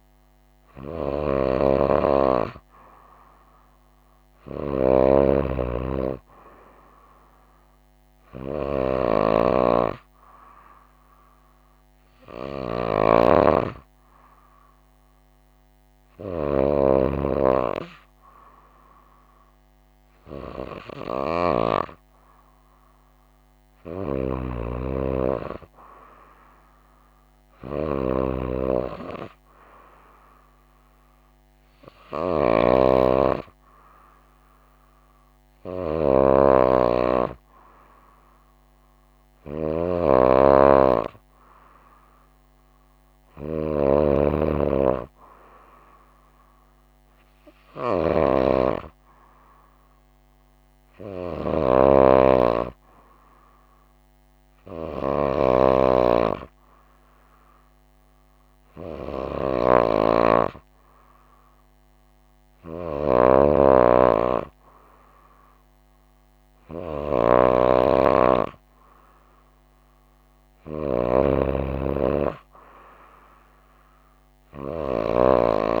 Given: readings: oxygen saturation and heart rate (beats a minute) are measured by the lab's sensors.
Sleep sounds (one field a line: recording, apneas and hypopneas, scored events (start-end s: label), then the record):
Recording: breathing in sleep by a microphone on the trachea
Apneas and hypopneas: none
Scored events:
none scored
From the record:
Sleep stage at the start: N2 (light sleep)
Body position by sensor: on the right side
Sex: female